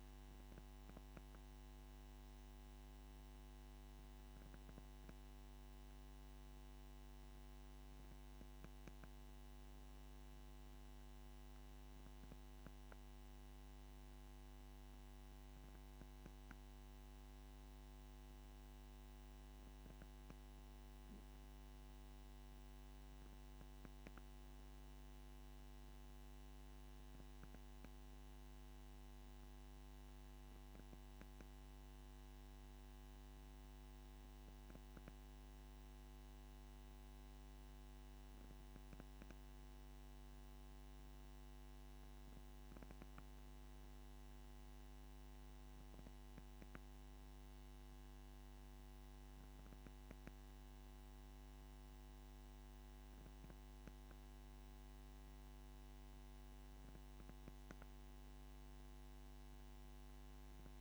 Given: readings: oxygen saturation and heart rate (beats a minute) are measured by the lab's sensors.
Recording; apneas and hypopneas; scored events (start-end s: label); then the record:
breathing in sleep, hard to hear, by a microphone on the trachea; none
none scored
From the record:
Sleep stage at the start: N1 (lightest sleep); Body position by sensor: on the back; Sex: male